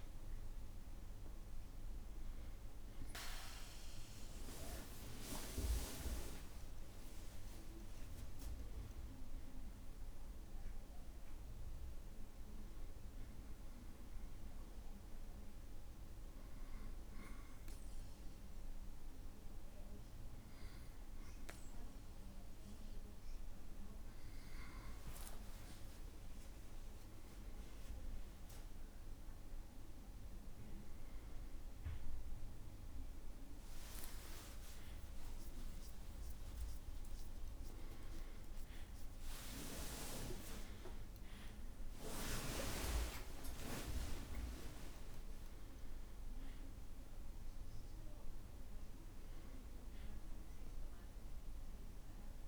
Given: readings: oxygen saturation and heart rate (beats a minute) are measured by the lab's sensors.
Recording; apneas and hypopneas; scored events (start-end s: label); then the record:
breathing in sleep by a room microphone; 1
6.00-10.00 s: arousal
14.00-25.50 s: hypopnea (oxygen 98% before, 97% lowest, heart rate 62 before, 56 extreme, up 6 after)
27.50-31.00 s: arousal
32.50-38.50 s: tachycardia (device-marked, heart rate 60 before, 126 extreme)
34.00-36.00 s: long interval between heartbeats (device-marked, heart rate 59 before, 79 extreme)
36.00-38.00 s: long interval between heartbeats (device-marked, heart rate 62 before, 105 extreme)
38.50-40.50 s: long interval between heartbeats (device-marked, heart rate 70 before, 137 extreme)
From the record:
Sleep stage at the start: N2 (light sleep); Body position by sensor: on the back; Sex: male